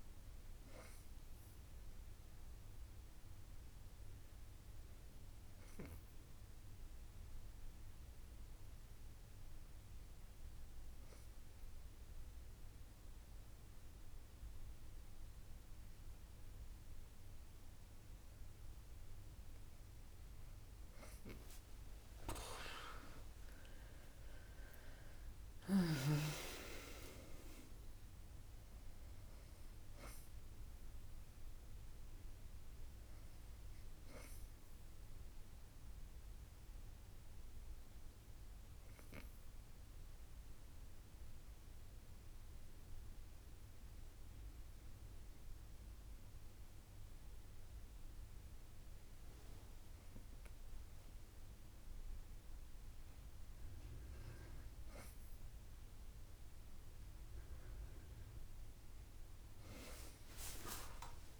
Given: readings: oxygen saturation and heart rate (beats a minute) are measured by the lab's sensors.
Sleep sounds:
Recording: breathing in sleep by a room microphone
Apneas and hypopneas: 2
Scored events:
7.00-20.00 s: obstructive apnea (oxygen 98% before, 97% lowest, heart rate 67 before, 57 extreme, up 7 after)
22.00-26.00 s: arousal
38.50-54.50 s: obstructive apnea (oxygen 99% before, 97% lowest, heart rate 65 before, 58 extreme, up 35 after)
From the record:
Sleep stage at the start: N2 (light sleep)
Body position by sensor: on the back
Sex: female

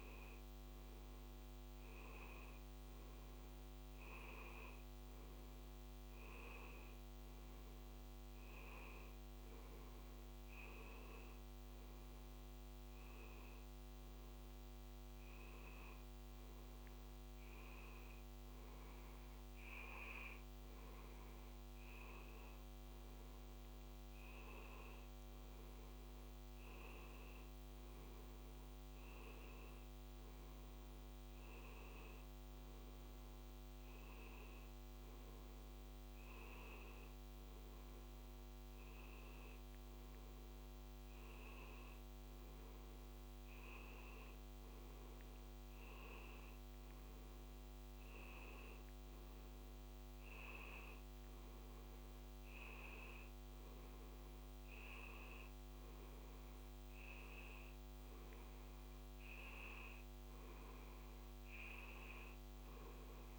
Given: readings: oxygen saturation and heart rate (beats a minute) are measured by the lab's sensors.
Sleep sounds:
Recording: a person awake in a sleep study, hard to hear, by a microphone on the trachea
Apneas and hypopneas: none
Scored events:
none scored
From the record:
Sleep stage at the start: awake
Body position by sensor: on the back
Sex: male

